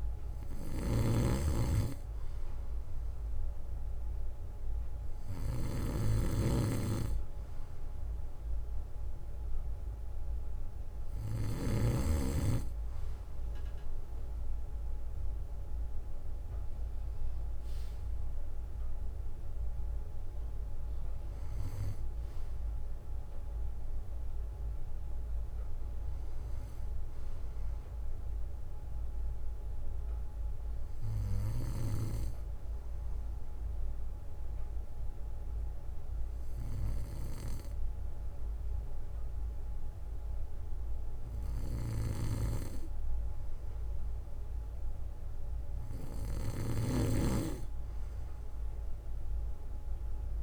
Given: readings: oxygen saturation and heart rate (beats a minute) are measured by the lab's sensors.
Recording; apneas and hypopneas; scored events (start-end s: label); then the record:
breathing in sleep by a room microphone; 1
0.00-12.00 s: snoring (device-marked)
23.00-26.00 s: arousal
29.50-42.50 s: obstructive apnea (oxygen 94% before, 92% lowest, heart rate 67 before, 62 extreme, up 8 after)
46.50-50.00 s: arousal
46.50-50.43 s: snoring (device-marked)
From the record:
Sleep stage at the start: N2 (light sleep); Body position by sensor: on the back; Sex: male